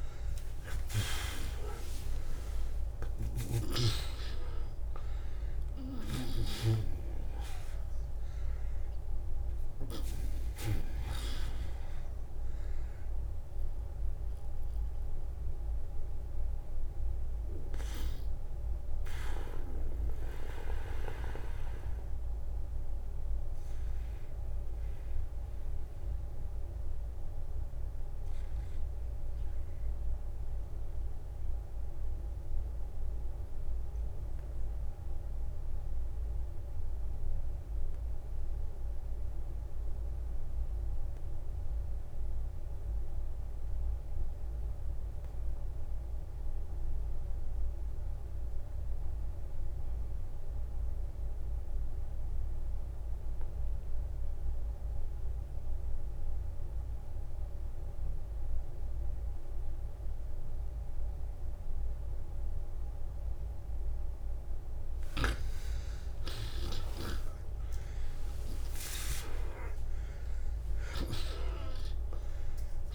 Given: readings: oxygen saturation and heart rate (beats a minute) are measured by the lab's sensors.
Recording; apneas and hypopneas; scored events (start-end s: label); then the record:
breathing in sleep by a room microphone; 1
0.00-1.50 s: arousal
0.00-1.50 s: long interval between heartbeats (device-marked, heart rate 71 extreme)
0.00-14.00 s: oxygen desaturation (device-marked, oxygen 83% lowest, heart rate 50 extreme)
2.50-6.00 s: snoring (device-marked)
10.50-12.50 s: long interval between heartbeats (device-marked, heart rate 63 before, 58 extreme)
14.00-64.00 s: obstructive apnea (oxygen 96% before, 79% lowest, heart rate 65 before, 43 extreme, up 52 after)
24.00-41.00 s: oxygen desaturation (device-marked, oxygen 90% before, 79% lowest, heart rate 64 before, 43 extreme)
32.50-34.50 s: long interval between heartbeats (device-marked, heart rate 63 before, 62 extreme)
37.50-39.50 s: long interval between heartbeats (device-marked, heart rate 63 before, 54 extreme)
66.00-68.00 s: long interval between heartbeats (device-marked, heart rate 53 before, 67 extreme)
66.00-70.00 s: arousal
67.00-69.00 s: tachycardia (device-marked, heart rate 57 before, 84 extreme)
68.00-70.00 s: long interval between heartbeats (device-marked, heart rate 55 before, 84 extreme)
70.50-72.50 s: long interval between heartbeats (device-marked, heart rate 59 before, 101 extreme)
From the record:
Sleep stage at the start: N2 (light sleep); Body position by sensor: on the back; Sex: male